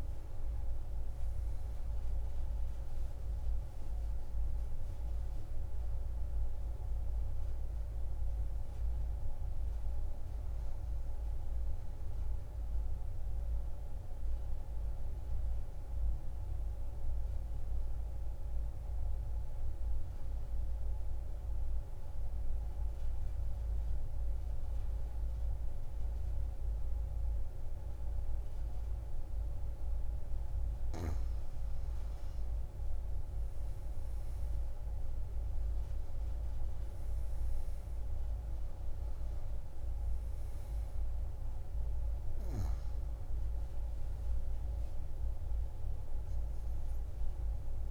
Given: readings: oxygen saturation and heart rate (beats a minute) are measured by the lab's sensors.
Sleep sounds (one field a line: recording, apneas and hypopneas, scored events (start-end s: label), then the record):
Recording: breathing in sleep, hard to hear, by a room microphone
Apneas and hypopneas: 1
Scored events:
0.00-24.50 s: oxygen desaturation (device-marked, oxygen 89% lowest)
13.00-30.00 s: obstructive apnea (oxygen 95% before, 89% lowest)
33.00-37.00 s: arousal
37.50-47.91 s: oxygen desaturation (device-marked, oxygen 97% before, 91% lowest)
From the record:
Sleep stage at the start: N2 (light sleep)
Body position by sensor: on the back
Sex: female